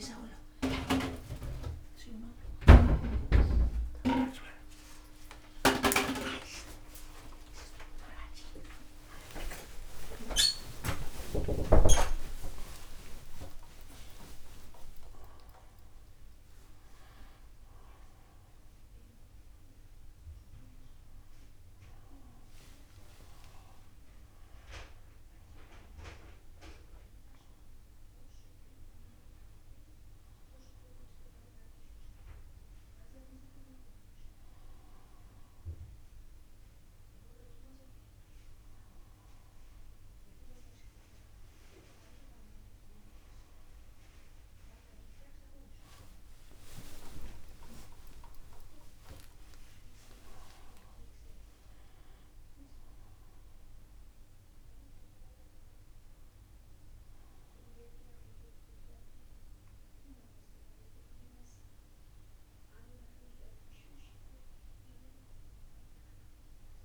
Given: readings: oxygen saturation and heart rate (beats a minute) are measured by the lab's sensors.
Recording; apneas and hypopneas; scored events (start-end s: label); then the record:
a person partly awake in a sleep study, by a room microphone; none
7.50-13.50 s: tachycardia (device-marked, heart rate 30 before, 144 extreme)
16.50-46.50 s: new sleep stage, awake
46.50-66.85 s: new sleep stage, N1 (lightest sleep)
From the record:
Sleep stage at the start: N1 (lightest sleep); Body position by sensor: on the right side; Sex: male